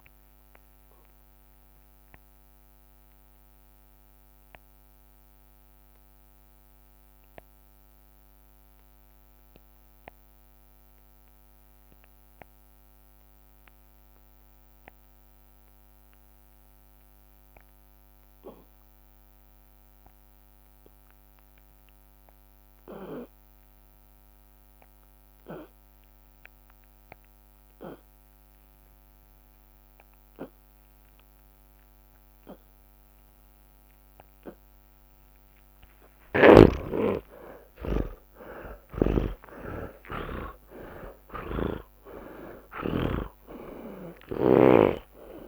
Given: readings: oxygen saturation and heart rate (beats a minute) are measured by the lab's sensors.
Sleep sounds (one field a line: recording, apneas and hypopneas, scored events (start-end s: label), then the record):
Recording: breathing in sleep by a microphone on the trachea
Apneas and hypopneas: 1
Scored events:
0.00-5.50 s: drop in pulse transit time (device-marked, heart rate 67 extreme)
1.00-3.00 s: long interval between heartbeats (device-marked, heart rate 92 before, 93 extreme)
1.00-34.00 s: mixed apnea (oxygen 99% before, 87% lowest)
3.00-5.00 s: long interval between heartbeats (device-marked, heart rate 97 before, 67 extreme)
5.50-8.50 s: oxygen desaturation (device-marked, oxygen 99% before, 95% lowest)
13.50-15.50 s: long interval between heartbeats (device-marked)
14.50-26.50 s: oxygen desaturation (device-marked, oxygen 98% before, 90% lowest, heart rate 78 before, 59 extreme)
17.50-19.50 s: long interval between heartbeats (device-marked)
19.50-25.50 s: drop in pulse transit time (device-marked, heart rate 53 before, 56 extreme)
22.00-24.00 s: long interval between heartbeats (device-marked, heart rate 50 before, 67 extreme)
23.50-45.48 s: tachycardia (device-marked, heart rate 55 before, 140 extreme)
24.50-26.50 s: long interval between heartbeats (device-marked, heart rate 49 before, 80 extreme)
27.00-29.00 s: long interval between heartbeats (device-marked, heart rate 51 before, 101 extreme)
29.50-31.50 s: long interval between heartbeats (device-marked, heart rate 57 before, 125 extreme)
32.00-34.00 s: long interval between heartbeats (device-marked, heart rate 63 before, 120 extreme)
33.50-45.48 s: drop in pulse transit time (device-marked, heart rate 72 before, 105 extreme)
34.00-36.00 s: long interval between heartbeats (device-marked, heart rate 72 before, 127 extreme)
36.50-41.50 s: arousal
37.00-39.00 s: long interval between heartbeats (device-marked, heart rate 89 before, 118 extreme)
39.00-41.00 s: long interval between heartbeats (device-marked, heart rate 100 before, 138 extreme)
40.50-45.48 s: oxygen desaturation (device-marked, oxygen 95% before, 87% lowest)
41.00-43.00 s: long interval between heartbeats (device-marked, heart rate 110 before, 125 extreme)
41.00-44.50 s: snoring (device-marked)
43.50-45.48 s: long interval between heartbeats (device-marked, heart rate 119 before, 105 extreme)
From the record:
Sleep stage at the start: N2 (light sleep)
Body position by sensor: on the back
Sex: male